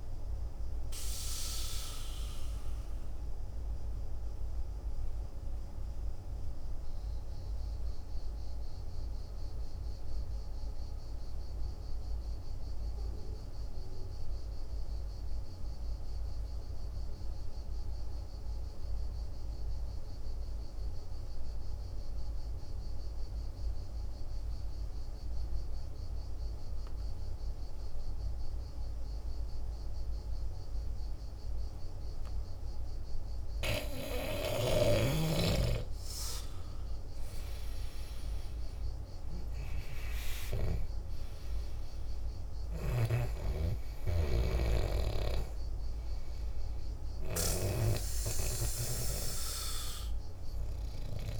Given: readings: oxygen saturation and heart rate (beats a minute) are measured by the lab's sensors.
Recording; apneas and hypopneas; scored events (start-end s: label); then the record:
breathing in sleep by a room microphone; 1
0.00-12.50 s: oxygen desaturation (device-marked, oxygen 82% lowest, heart rate 49 extreme)
3.00-35.50 s: obstructive apnea (oxygen 97% before, 82% lowest, heart rate 58 before, 49 extreme, up 16 after)
31.50-51.40 s: oxygen desaturation (device-marked, oxygen 98% before, 84% lowest, heart rate 50 before, 50 extreme)
36.50-41.00 s: arousal
From the record:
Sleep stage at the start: N2 (light sleep); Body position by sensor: on the back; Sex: male